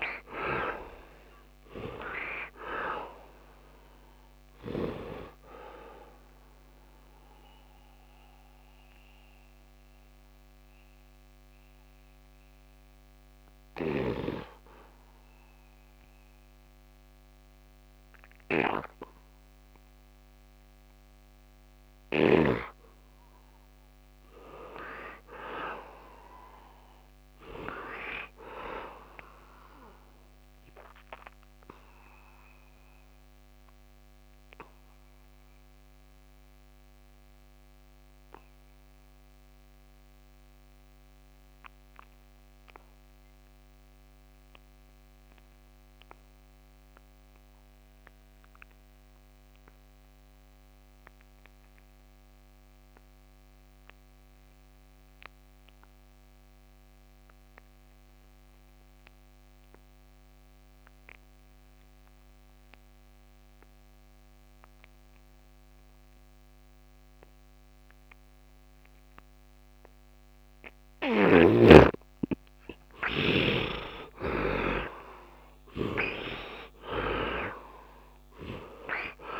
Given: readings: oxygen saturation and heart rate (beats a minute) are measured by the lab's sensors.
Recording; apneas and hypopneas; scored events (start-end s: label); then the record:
breathing in sleep by a microphone on the trachea; 2
0.00-24.50 s: oxygen desaturation (device-marked, oxygen 45% lowest, heart rate 69 extreme)
8.00-24.00 s: mixed apnea (oxygen 64% before, 45% lowest, heart rate 83 before, 69 extreme, up 7 after)
8.50-38.50 s: new sleep stage, N1 (lightest sleep)
26.00-30.50 s: arousal
32.50-43.50 s: oxygen desaturation (device-marked, oxygen 99% before, 74% lowest, heart rate 81 before, 69 extreme)
33.50-71.50 s: obstructive apnea (oxygen 99% before, 52% lowest, heart rate 82 before, 69 extreme, up 52 after)
38.50-79.40 s: new sleep stage, N2 (light sleep)
45.50-79.40 s: oxygen desaturation (device-marked, oxygen 99% before, 52% lowest, heart rate 76 before, 73 extreme)
72.50-77.50 s: arousal
73.00-77.00 s: snoring (device-marked)
From the record:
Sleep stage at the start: N2 (light sleep); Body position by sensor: on the back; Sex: male